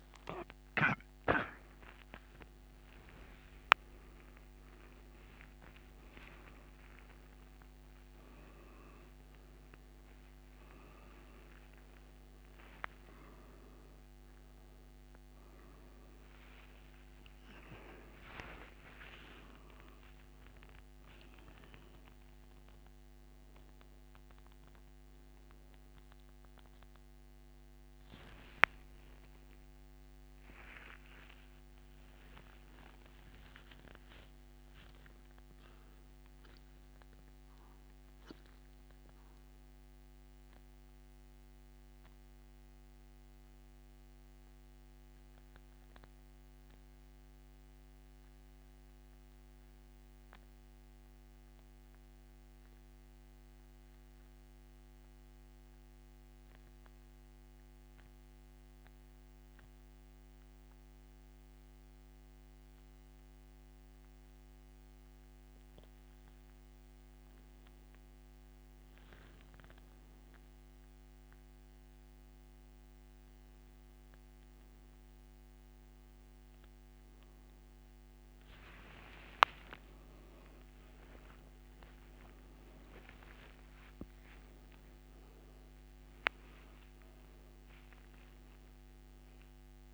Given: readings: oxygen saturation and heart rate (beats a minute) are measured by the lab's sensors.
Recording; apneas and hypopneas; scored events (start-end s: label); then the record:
breathing in sleep by a microphone on the trachea; 1
4.00-8.50 s: arousal
15.50-30.50 s: oxygen desaturation (device-marked, oxygen 97% before, 91% lowest, heart rate 121 before, 74 extreme)
16.50-46.50 s: new sleep stage, N1 (lightest sleep)
30.00-34.50 s: arousal
38.50-66.50 s: hypopnea (oxygen 97% before, 88% lowest, heart rate 96 before, 72 extreme, up 6 after)
44.50-64.50 s: oxygen desaturation (device-marked, oxygen 95% before, 88% lowest, heart rate 89 before, 72 extreme)
46.50-76.50 s: new sleep stage, N2 (light sleep)
76.50-89.94 s: new sleep stage, awake
From the record:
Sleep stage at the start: N2 (light sleep); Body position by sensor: on the back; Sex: male